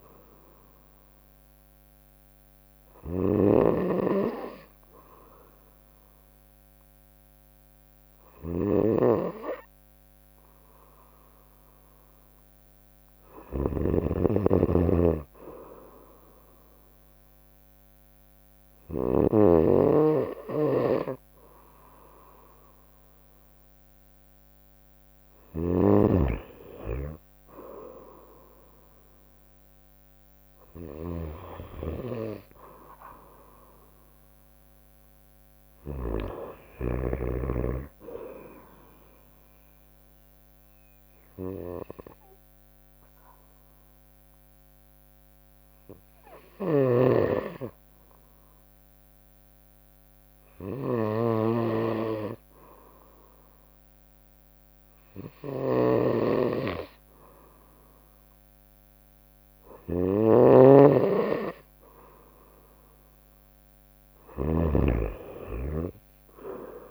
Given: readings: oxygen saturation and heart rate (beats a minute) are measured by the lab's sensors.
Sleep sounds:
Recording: breathing in sleep by a microphone on the trachea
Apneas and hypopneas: 2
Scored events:
0.00-1.50 s: drop in pulse transit time (device-marked, heart rate 66 extreme)
0.00-19.00 s: snoring (device-marked)
14.00-25.50 s: obstructive apnea (oxygen 93% before, 92% lowest, heart rate 64 before, 61 extreme, up 4 after)
25.00-36.50 s: snoring (device-marked)
28.00-32.00 s: arousal
39.50-59.00 s: obstructive apnea (oxygen 96% before, 91% lowest, heart rate 63 before, 60 extreme, up 4 after)
46.00-66.91 s: snoring (device-marked)
61.50-66.00 s: arousal
From the record:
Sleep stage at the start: N2 (light sleep)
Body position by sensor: on the right side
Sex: female

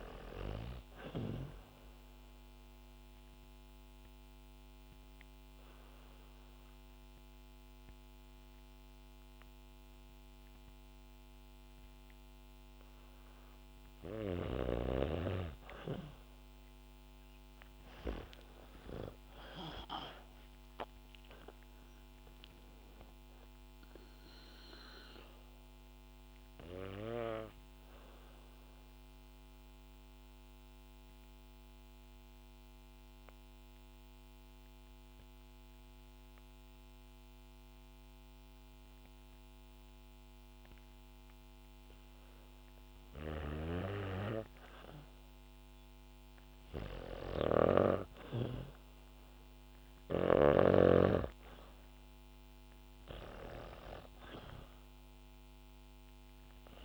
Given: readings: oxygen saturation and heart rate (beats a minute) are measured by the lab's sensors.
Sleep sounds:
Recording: breathing in sleep by a microphone on the trachea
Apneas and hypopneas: 2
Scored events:
2.50-13.00 s: obstructive apnea (oxygen 96% before, 92% lowest, heart rate 69 before, 60 extreme, up 3 after)
20.00-24.50 s: arousal
21.00-38.00 s: oxygen desaturation (device-marked, oxygen 97% before, 92% lowest, heart rate 66 before, 60 extreme)
28.50-42.00 s: obstructive apnea (oxygen 97% before, 92% lowest, heart rate 68 before, 60 extreme, up 7 after)
38.00-56.85 s: new sleep stage, REM sleep
42.50-49.50 s: snoring (device-marked)
44.00-56.85 s: oxygen desaturation (device-marked, oxygen 99% before, 94% lowest, heart rate 65 before, 52 extreme)
46.50-51.00 s: arousal
From the record:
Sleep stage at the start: N2 (light sleep)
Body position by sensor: on the back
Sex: female

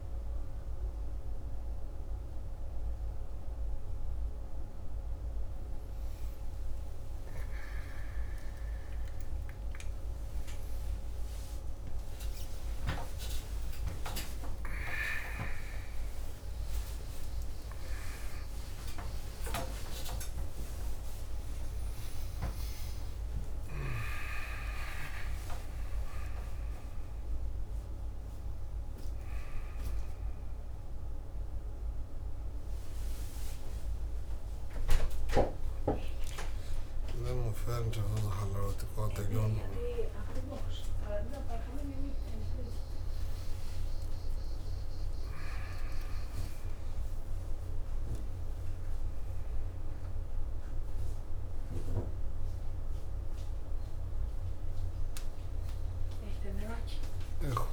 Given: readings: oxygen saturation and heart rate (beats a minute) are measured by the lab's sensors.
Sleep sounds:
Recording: a person awake in a sleep study, by a room microphone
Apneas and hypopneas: none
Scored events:
none scored
From the record:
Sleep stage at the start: awake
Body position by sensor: on the back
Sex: male

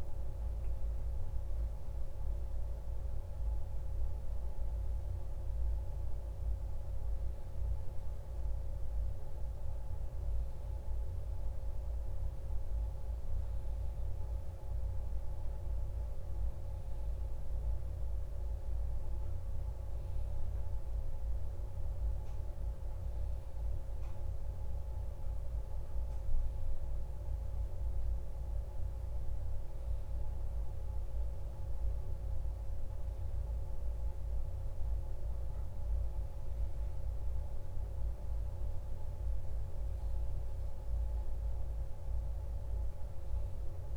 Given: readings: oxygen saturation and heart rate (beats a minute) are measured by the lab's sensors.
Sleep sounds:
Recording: a person partly awake in a sleep study, hard to hear, by a room microphone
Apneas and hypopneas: none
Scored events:
16.50-43.97 s: new sleep stage, N1 (lightest sleep)
From the record:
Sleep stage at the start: awake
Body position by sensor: on the back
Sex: male

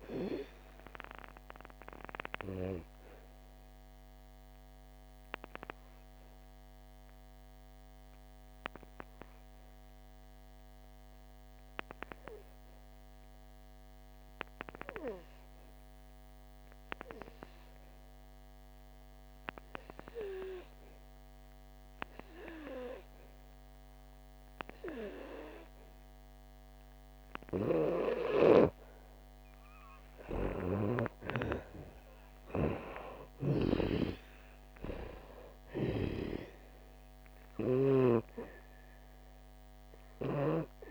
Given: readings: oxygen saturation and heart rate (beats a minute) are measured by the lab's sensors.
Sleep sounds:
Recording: breathing in sleep by a microphone on the trachea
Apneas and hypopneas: 1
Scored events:
0.50-24.50 s: oxygen desaturation (device-marked, oxygen 96% before, 87% lowest, heart rate 72 before, 61 extreme)
4.50-29.00 s: obstructive apnea (oxygen 99% before, 86% lowest, heart rate 76 before, 61 extreme, up 30 after)
26.50-40.91 s: oxygen desaturation (device-marked, oxygen 98% before, 86% lowest, heart rate 70 before, 58 extreme)
30.50-34.50 s: arousal
33.50-38.00 s: snoring (device-marked)
From the record:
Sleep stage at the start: N2 (light sleep)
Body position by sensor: on the back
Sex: female

